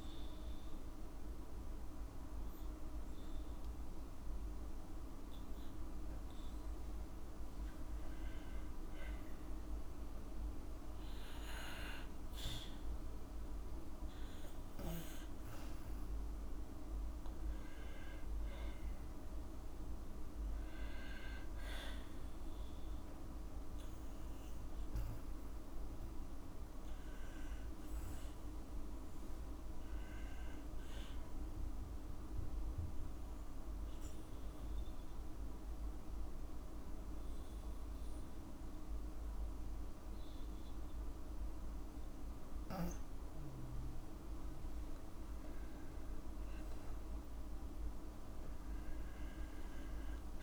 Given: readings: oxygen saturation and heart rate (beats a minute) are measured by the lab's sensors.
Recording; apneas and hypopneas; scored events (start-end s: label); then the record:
breathing in sleep, hard to hear, by a room microphone; 1
29.00-43.00 s: hypopnea (oxygen 98% before, 93% lowest, heart rate 55 before, 53 extreme, up 4 after)
47.00-50.43 s: arousal
From the record:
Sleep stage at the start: N2 (light sleep); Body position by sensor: on the back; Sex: female